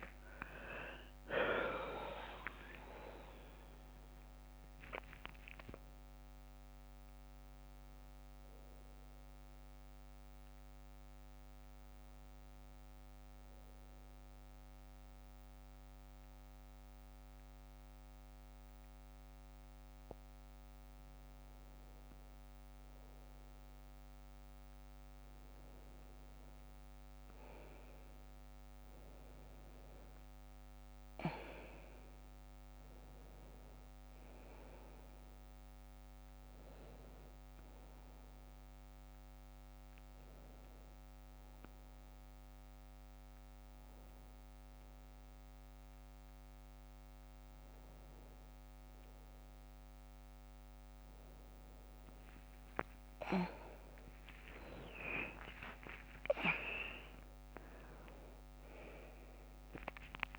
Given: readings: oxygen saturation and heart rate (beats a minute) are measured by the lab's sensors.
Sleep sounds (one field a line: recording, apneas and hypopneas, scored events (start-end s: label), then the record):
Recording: a person partly awake in a sleep study, by a microphone on the trachea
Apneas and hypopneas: 1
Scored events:
18.50-60.39 s: new sleep stage, N1 (lightest sleep)
30.50-47.50 s: oxygen desaturation (device-marked, oxygen 99% before, 94% lowest, heart rate 53 before, 56 extreme)
40.50-52.00 s: hypopnea (oxygen 99% before, 91% lowest, heart rate 56 before, 52 extreme, up 10 after)
52.50-58.50 s: arousal
From the record:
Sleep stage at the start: awake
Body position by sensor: on the back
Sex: female